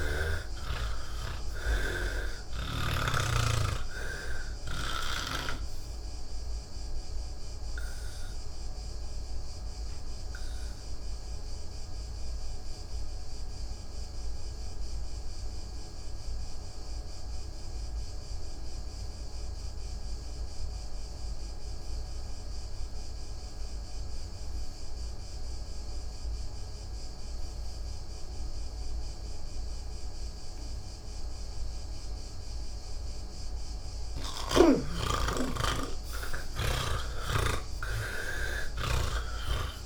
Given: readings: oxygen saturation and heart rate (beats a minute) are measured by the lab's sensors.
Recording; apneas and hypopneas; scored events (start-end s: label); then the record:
breathing in sleep by a room microphone; 1
0.00-3.00 s: oxygen desaturation (device-marked, oxygen 88% lowest, heart rate 76 extreme)
0.00-3.50 s: snoring (device-marked)
5.00-20.00 s: oxygen desaturation (device-marked, oxygen 92% before, 80% lowest, heart rate 153 before, 76 extreme)
6.00-33.50 s: obstructive apnea (oxygen 98% before, 79% lowest, heart rate 155 before, 76 extreme, up 41 after)
26.00-39.86 s: oxygen desaturation (device-marked, oxygen 98% before, 79% lowest, heart rate 121 before, 84 extreme)
From the record:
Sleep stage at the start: N2 (light sleep); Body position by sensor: on the back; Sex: male